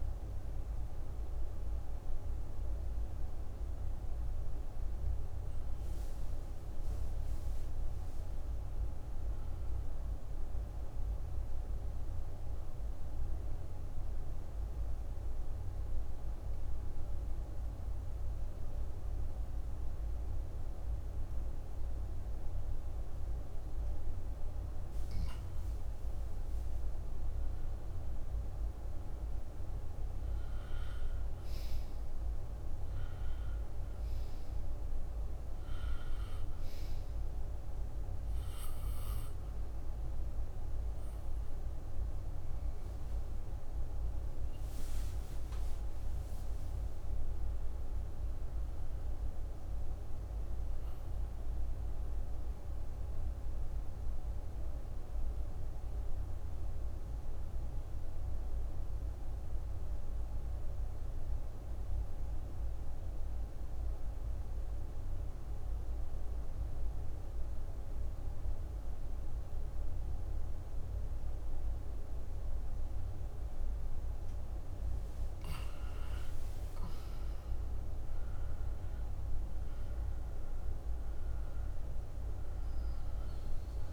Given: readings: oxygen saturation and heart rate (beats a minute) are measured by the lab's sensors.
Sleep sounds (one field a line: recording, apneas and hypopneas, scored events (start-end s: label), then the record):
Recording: breathing in sleep, hard to hear, by a room microphone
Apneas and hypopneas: 2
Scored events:
0.00-12.50 s: oxygen desaturation (device-marked, oxygen 89% lowest, heart rate 59 extreme)
11.00-24.50 s: obstructive apnea (oxygen 96% before, 88% lowest, heart rate 68 before, 59 extreme, up 11 after)
26.00-29.50 s: arousal
29.50-58.50 s: oxygen desaturation (device-marked, oxygen 96% before, 88% lowest, heart rate 63 before, 46 extreme)
45.00-48.50 s: arousal
51.00-74.00 s: obstructive apnea (oxygen 96% before, 84% lowest)
71.50-83.93 s: oxygen desaturation (device-marked, oxygen 97% before, 84% lowest)
75.50-83.00 s: arousal
From the record:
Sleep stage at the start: N2 (light sleep)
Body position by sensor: on the left side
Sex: female